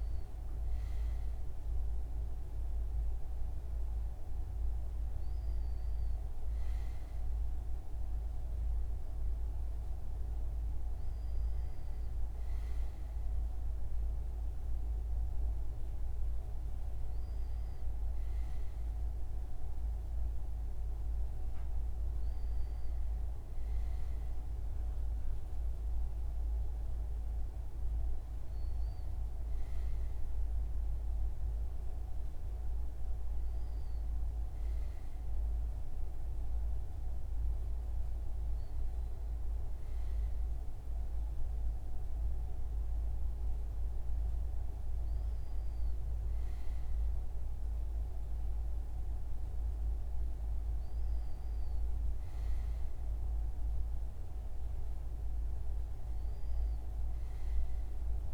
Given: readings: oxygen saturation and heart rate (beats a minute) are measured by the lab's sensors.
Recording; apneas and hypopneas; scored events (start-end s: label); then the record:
breathing in sleep, hard to hear, by a room microphone; none
none scored
From the record:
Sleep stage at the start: N2 (light sleep); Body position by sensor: on the front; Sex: male